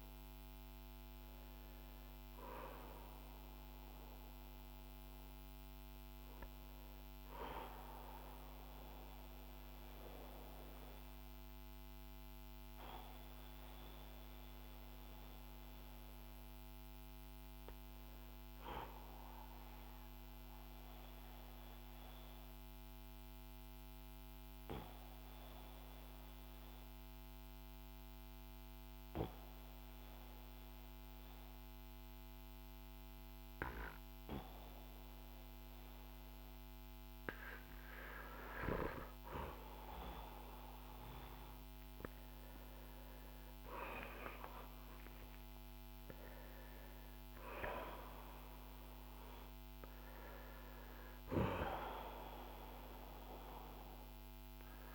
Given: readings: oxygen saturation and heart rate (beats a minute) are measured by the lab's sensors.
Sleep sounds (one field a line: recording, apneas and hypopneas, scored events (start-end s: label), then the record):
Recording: breathing in sleep by a microphone on the trachea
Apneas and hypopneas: 1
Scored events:
0.00-22.00 s: oxygen desaturation (device-marked, oxygen 89% lowest, heart rate 46 extreme)
8.50-39.00 s: obstructive apnea (oxygen 95% before, 89% lowest, heart rate 61 before, 46 extreme, up 6 after)
37.00-54.95 s: oxygen desaturation (device-marked, oxygen 97% before, 89% lowest, heart rate 52 before, 45 extreme)
42.00-45.50 s: arousal
From the record:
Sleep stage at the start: N2 (light sleep)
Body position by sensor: on the back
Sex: male